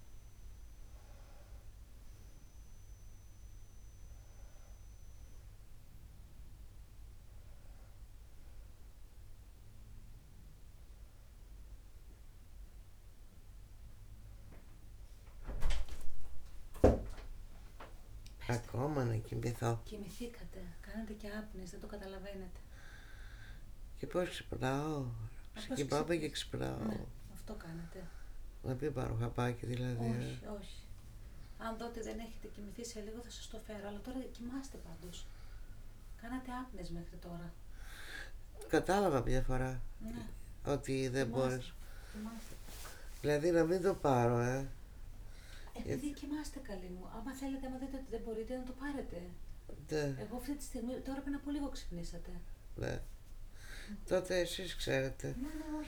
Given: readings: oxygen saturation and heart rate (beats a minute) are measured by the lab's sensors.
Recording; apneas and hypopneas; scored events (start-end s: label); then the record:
a person awake in a sleep study, by a room microphone; none
19.50-25.50 s: snoring (device-marked)
44.50-55.88 s: snoring (device-marked)
From the record:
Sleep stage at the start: awake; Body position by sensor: on the back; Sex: female